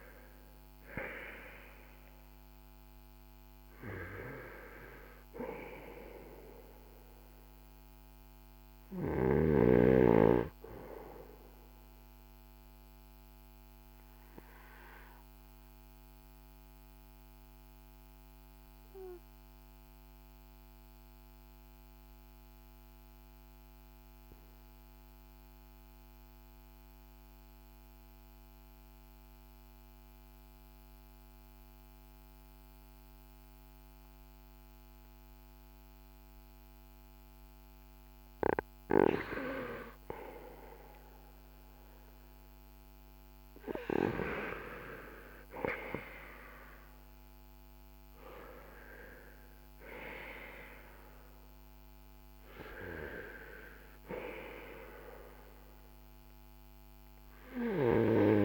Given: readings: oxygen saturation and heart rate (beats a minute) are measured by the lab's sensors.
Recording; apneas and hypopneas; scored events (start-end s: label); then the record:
breathing in sleep by a microphone on the trachea; 1
11.50-38.00 s: mixed apnea (oxygen 97% before, 90% lowest, heart rate 51 before, 47 extreme, up 7 after)
16.50-31.50 s: oxygen desaturation (device-marked, oxygen 94% before, 90% lowest, heart rate 50 before, 47 extreme)
39.50-44.50 s: arousal
40.50-58.45 s: oxygen desaturation (device-marked, oxygen 97% before, 94% lowest, heart rate 54 before, 38 extreme)
From the record:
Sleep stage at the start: N2 (light sleep); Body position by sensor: on the right side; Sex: male